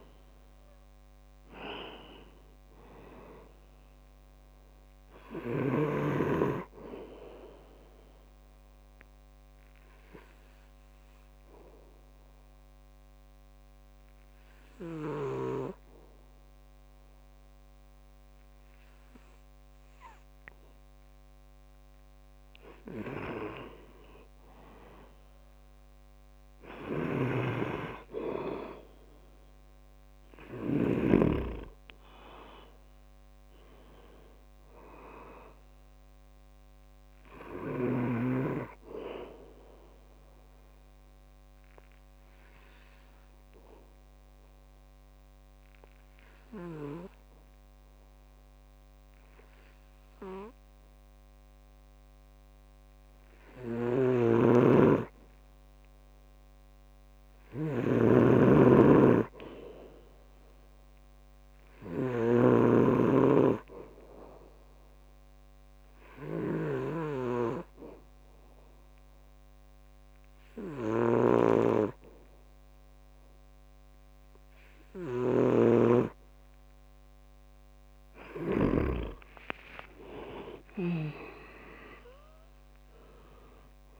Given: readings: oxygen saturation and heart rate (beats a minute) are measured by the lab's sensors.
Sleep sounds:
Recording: breathing in sleep by a microphone on the trachea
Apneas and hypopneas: 3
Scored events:
0.00-23.00 s: oxygen desaturation (device-marked, oxygen 92% lowest, heart rate 63 extreme)
9.50-23.00 s: obstructive apnea (oxygen 98% before, 92% lowest, heart rate 70 before, 63 extreme, up 2 after)
24.50-29.50 s: arousal
27.00-31.50 s: snoring (device-marked)
37.00-54.00 s: oxygen desaturation (device-marked, oxygen 97% before, 93% lowest, heart rate 69 before, 63 extreme)
41.50-55.00 s: obstructive apnea (oxygen 97% before, 92% lowest, heart rate 69 before, 65 extreme, up 2 after)
54.00-63.00 s: snoring (device-marked)
57.50-61.00 s: arousal
63.00-78.00 s: oxygen desaturation (device-marked, oxygen 98% before, 92% lowest, heart rate 67 before, 66 extreme)
65.00-77.00 s: obstructive apnea (oxygen 98% before, 92% lowest, heart rate 67 before, 66 extreme, up 16 after)
75.50-79.00 s: snoring (device-marked)
79.50-84.00 s: arousal
80.00-82.00 s: long interval between heartbeats (device-marked, heart rate 67 before, 78 extreme)
From the record:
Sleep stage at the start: N2 (light sleep)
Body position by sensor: on the back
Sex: male

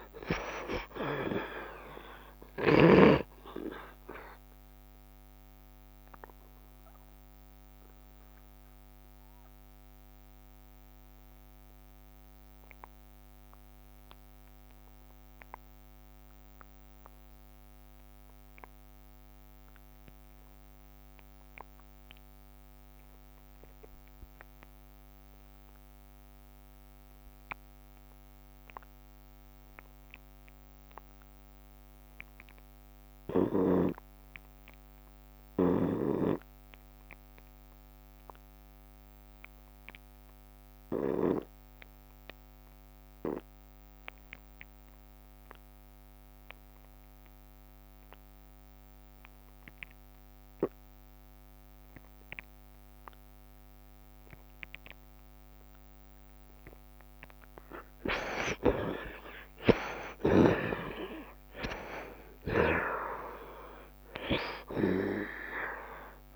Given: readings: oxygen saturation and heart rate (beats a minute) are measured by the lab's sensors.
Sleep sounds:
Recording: breathing in sleep by a microphone on the trachea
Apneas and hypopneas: 1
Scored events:
0.00-18.00 s: oxygen desaturation (device-marked, oxygen 57% lowest, heart rate 68 extreme)
7.00-57.00 s: obstructive apnea (oxygen 64% before, 54% lowest, heart rate 75 before, 68 extreme, up 5 after)
26.00-66.36 s: oxygen desaturation (device-marked, oxygen 77% before, 54% lowest, heart rate 72 before, 67 extreme)
59.00-63.50 s: arousal
From the record:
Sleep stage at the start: N2 (light sleep)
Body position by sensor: on the right side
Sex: male

